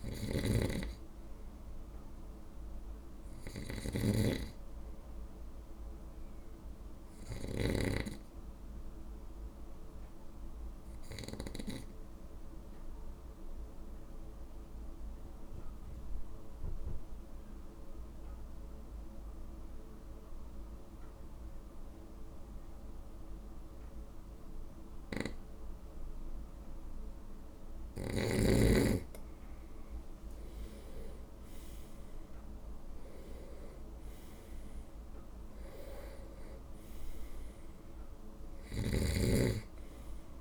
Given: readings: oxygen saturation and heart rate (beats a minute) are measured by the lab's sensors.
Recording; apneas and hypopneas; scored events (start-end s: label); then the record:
breathing in sleep by a room microphone; 1
0.00-7.50 s: snoring (device-marked)
8.50-27.00 s: obstructive apnea (oxygen 96% before, 95% lowest, heart rate 52 before, 50 extreme, up 7 after)
31.00-34.50 s: arousal
From the record:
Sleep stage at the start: N2 (light sleep); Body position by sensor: on the right side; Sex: male